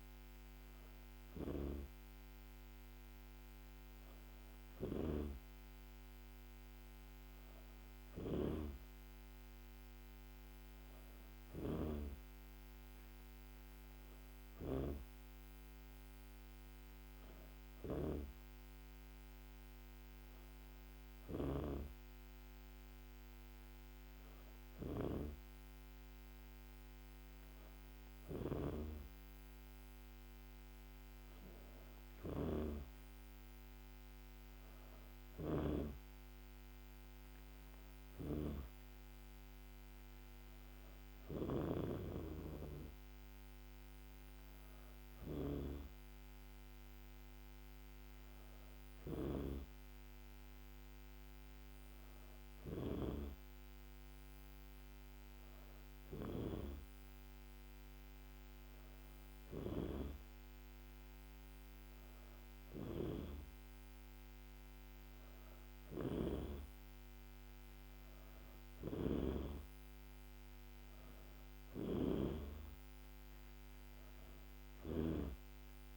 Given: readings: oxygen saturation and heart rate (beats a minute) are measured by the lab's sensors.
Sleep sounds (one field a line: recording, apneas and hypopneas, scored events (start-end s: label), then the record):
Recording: breathing in sleep by a microphone on the trachea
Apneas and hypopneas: none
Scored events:
32.00-35.50 s: snoring (device-marked)
74.50-75.97 s: snoring (device-marked)
From the record:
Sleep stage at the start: N2 (light sleep)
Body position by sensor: on the back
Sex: female